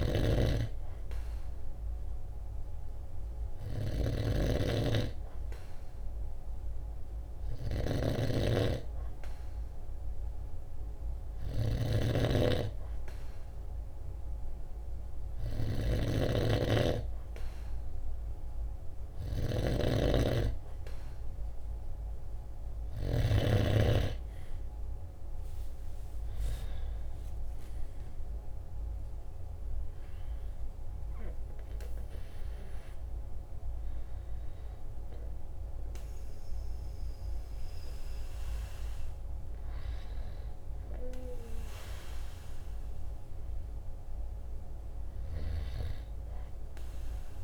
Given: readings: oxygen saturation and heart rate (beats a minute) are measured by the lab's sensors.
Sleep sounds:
breathing in sleep by a room microphone; 1
0.00-23.50 s: snoring (device-marked)
1.50-22.50 s: hypopnea (oxygen 95% before, 94% lowest, heart rate 48 before, 45 extreme, up 5 after)
29.00-33.50 s: arousal
From the record:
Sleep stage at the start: N2 (light sleep); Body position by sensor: on the right side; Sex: male

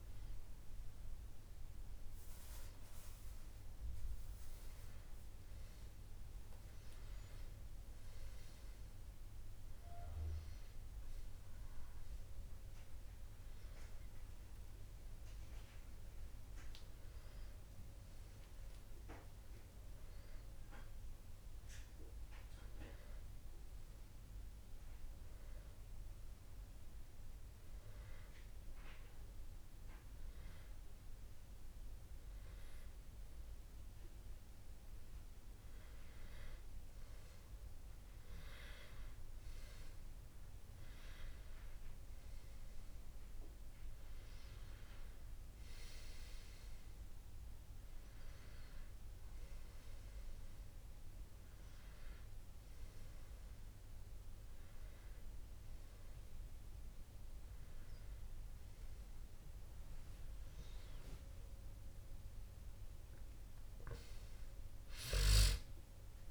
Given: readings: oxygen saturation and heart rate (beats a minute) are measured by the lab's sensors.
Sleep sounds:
a person partly awake in a sleep study, by a room microphone; 1
16.50-66.31 s: new sleep stage, N2 (light sleep)
26.00-38.00 s: hypopnea (oxygen 99% before, 92% lowest, heart rate 89 before, 83 extreme, up 0 after)
41.00-44.50 s: arousal
41.50-64.50 s: oxygen desaturation (device-marked, oxygen 98% before, 92% lowest, heart rate 88 before, 82 extreme)
From the record:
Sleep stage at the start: awake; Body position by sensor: on the back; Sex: male

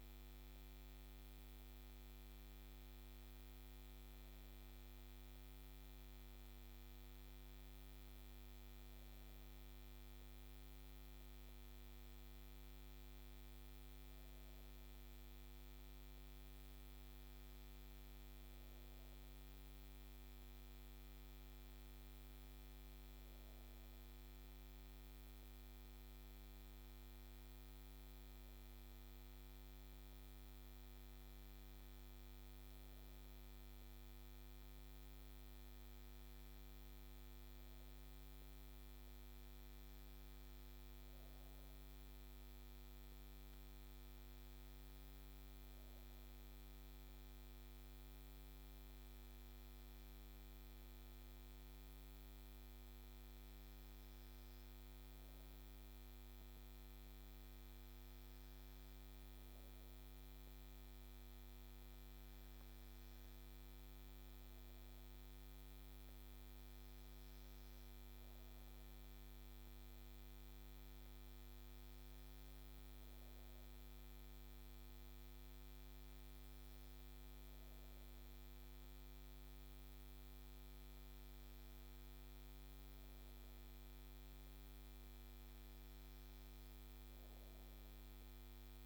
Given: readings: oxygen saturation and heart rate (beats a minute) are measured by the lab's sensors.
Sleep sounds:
breathing in sleep, hard to hear, by a microphone on the trachea; none
none scored
From the record:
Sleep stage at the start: N2 (light sleep); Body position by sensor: on the back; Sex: female

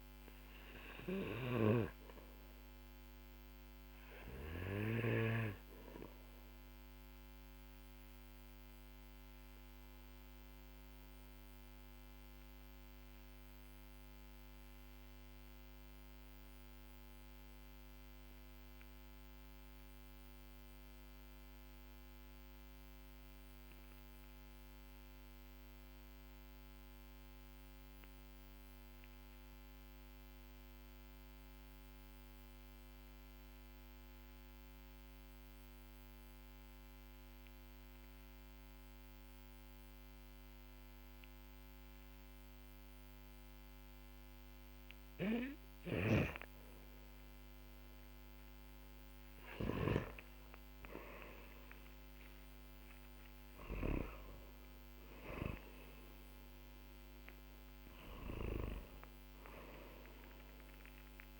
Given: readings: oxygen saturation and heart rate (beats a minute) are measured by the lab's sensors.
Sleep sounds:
breathing in sleep by a microphone on the trachea; 1
0.00-4.50 s: snoring (device-marked)
0.50-23.50 s: oxygen desaturation (device-marked, oxygen 97% before, 93% lowest, heart rate 52 before, 46 extreme)
9.50-45.50 s: obstructive apnea (oxygen 98% before, 90% lowest, heart rate 49 before, 46 extreme, up 11 after)
47.50-52.50 s: arousal
47.50-61.40 s: oxygen desaturation (device-marked, oxygen 97% before, 90% lowest, heart rate 53 before, 44 extreme)
From the record:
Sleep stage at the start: N2 (light sleep); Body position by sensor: on the back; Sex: male

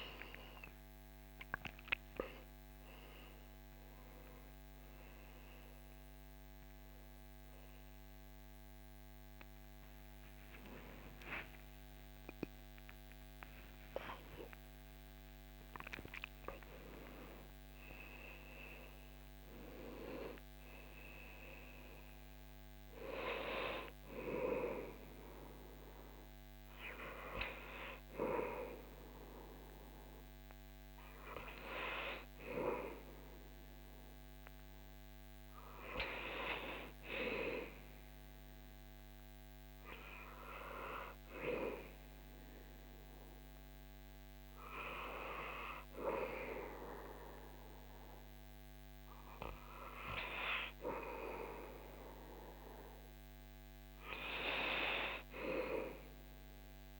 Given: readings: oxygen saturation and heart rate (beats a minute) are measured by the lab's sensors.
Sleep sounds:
a person awake in a sleep study, by a microphone on the trachea; none
0.00-25.00 s: oxygen desaturation (device-marked, oxygen 68% lowest, heart rate 58 extreme)
13.00-57.00 s: new sleep stage, awake
From the record:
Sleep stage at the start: N2 (light sleep); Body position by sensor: on the back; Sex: male

